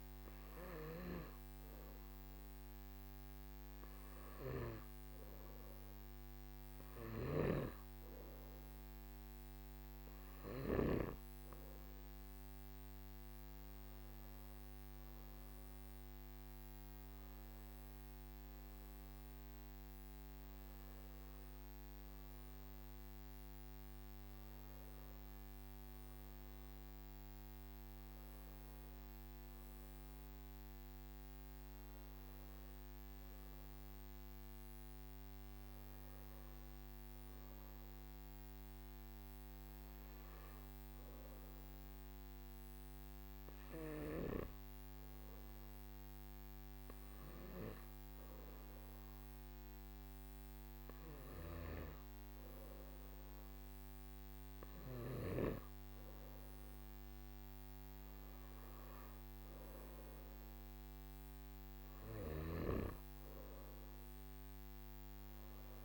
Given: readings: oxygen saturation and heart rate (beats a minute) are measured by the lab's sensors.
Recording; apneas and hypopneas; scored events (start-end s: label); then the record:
breathing in sleep by a microphone on the trachea; none
none scored
From the record:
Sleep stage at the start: N2 (light sleep); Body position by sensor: on the back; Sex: male